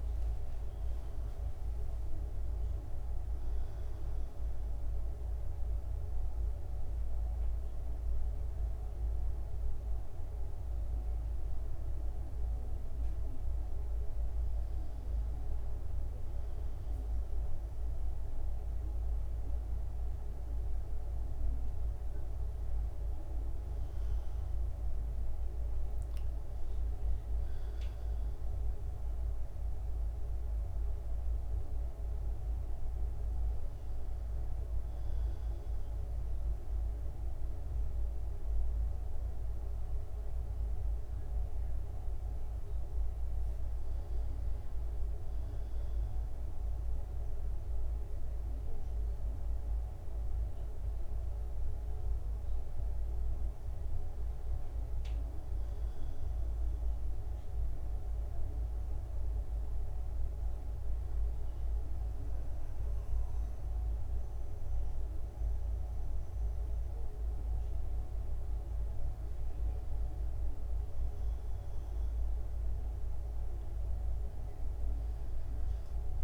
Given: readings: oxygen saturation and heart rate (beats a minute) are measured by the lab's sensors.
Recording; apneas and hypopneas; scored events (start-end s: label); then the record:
a person awake in a sleep study, hard to hear, by a room microphone; none
none scored
From the record:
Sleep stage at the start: awake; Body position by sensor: on the back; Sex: male